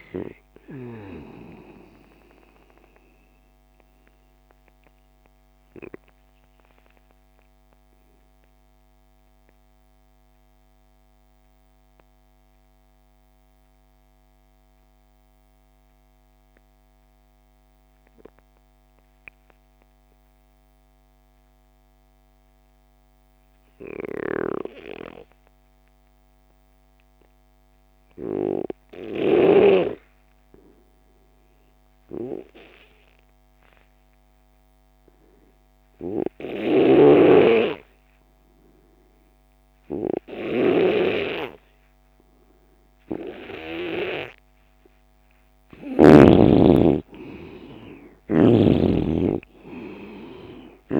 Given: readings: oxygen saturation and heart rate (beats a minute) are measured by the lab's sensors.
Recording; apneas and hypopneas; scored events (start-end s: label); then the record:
breathing in sleep by a microphone on the trachea; 1
0.00-18.50 s: oxygen desaturation (device-marked, oxygen 87% lowest)
4.00-41.00 s: mixed apnea (oxygen 97% before, 87% lowest)
32.50-51.00 s: oxygen desaturation (device-marked, oxygen 98% before, 88% lowest)
36.50-44.00 s: snoring (device-marked)
44.00-49.00 s: arousal
From the record:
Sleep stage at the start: N2 (light sleep); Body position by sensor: on the left side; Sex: male